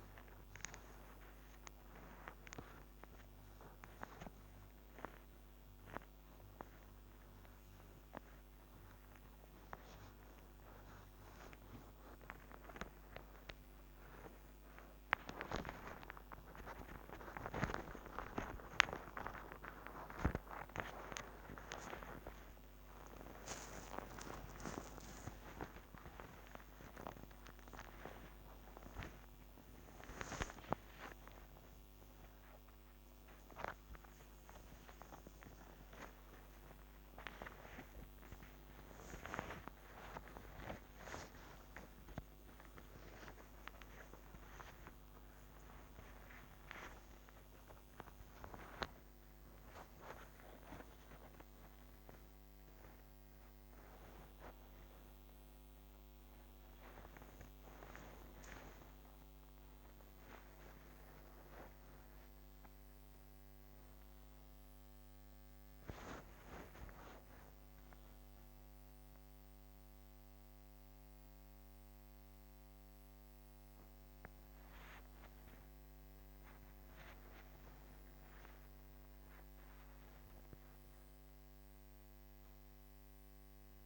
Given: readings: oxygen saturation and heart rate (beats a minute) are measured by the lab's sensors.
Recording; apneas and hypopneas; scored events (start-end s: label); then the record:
a person awake in a sleep study, by a microphone on the trachea; none
67.00-73.00 s: oxygen desaturation (device-marked, oxygen 99% before, 95% lowest, heart rate 77 before, 67 extreme)
From the record:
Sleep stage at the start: awake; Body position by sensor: on the back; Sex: female